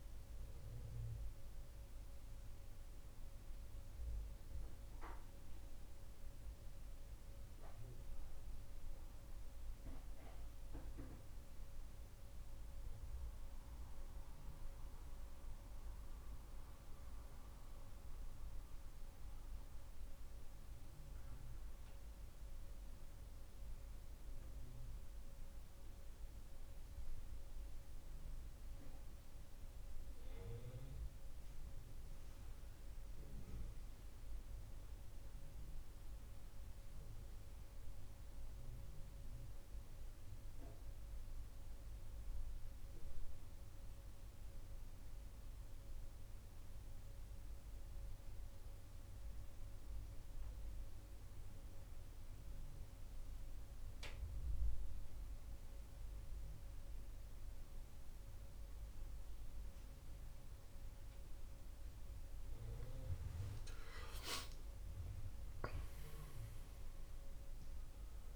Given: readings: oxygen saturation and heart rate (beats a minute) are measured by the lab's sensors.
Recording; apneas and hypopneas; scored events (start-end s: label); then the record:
breathing in sleep, hard to hear, by a room microphone; 1
46.50-57.00 s: hypopnea (oxygen 96% before, 95% lowest, heart rate 75 before, 75 extreme, up 5 after)
61.50-66.50 s: arousal
From the record:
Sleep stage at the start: N2 (light sleep); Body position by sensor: on the back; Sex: male